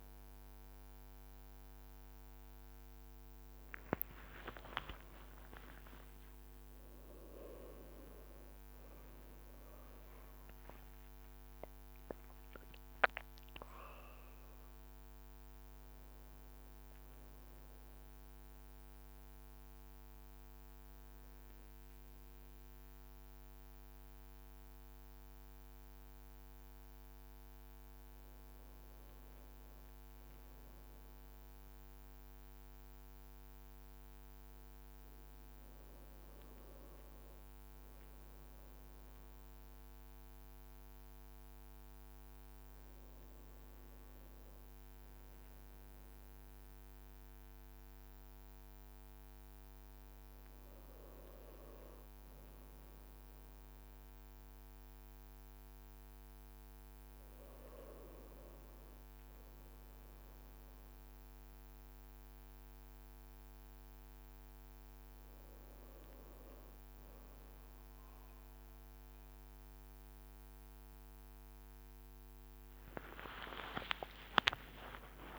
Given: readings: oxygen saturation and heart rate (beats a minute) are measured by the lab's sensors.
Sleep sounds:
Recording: a person partly awake in a sleep study, by a microphone on the trachea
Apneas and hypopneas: 1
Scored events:
3.00-8.50 s: leg movement (device-marked)
3.50-5.50 s: long interval between heartbeats (device-marked, heart rate 68 before, 69 extreme)
5.50-7.50 s: long interval between heartbeats (device-marked, heart rate 66 before, 78 extreme)
15.00-75.00 s: new sleep stage, N1 (lightest sleep)
43.00-47.50 s: arousal
50.00-66.00 s: hypopnea (oxygen 98% before, 95% lowest, heart rate 56 before, 57 extreme, up 8 after)
72.00-75.39 s: leg movement (device-marked)
73.00-75.00 s: long interval between heartbeats (device-marked, heart rate 57 before, 65 extreme)
75.00-75.39 s: new sleep stage, awake
From the record:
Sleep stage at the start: awake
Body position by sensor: on the back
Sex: male

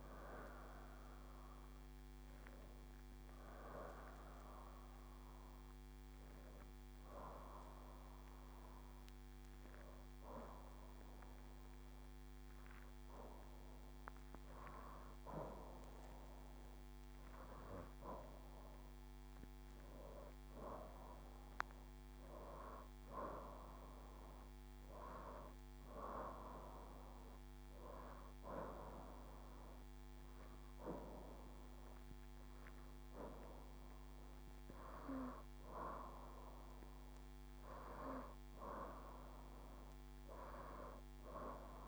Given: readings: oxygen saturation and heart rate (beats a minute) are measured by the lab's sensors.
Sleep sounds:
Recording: breathing in sleep by a microphone on the trachea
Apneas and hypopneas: 1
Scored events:
8.00-19.50 s: hypopnea (oxygen 95% before, 91% lowest, heart rate 83 before, 71 extreme, up 6 after)
23.00-27.50 s: arousal
29.50-41.88 s: oxygen desaturation (device-marked, oxygen 96% before, 91% lowest, heart rate 74 before, 75 extreme)
From the record:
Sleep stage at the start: N2 (light sleep)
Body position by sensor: on the back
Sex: female

